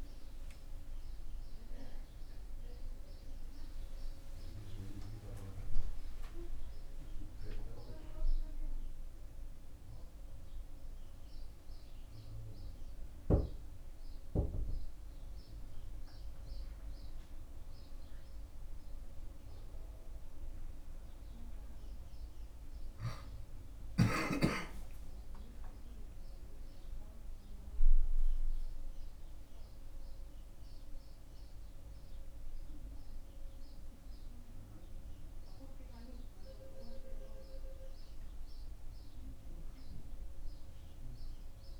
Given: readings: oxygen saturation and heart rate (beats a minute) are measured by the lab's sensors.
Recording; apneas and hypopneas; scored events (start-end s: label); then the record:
a person awake in a sleep study, by a room microphone; none
none scored
From the record:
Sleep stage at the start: awake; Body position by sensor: on the back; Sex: male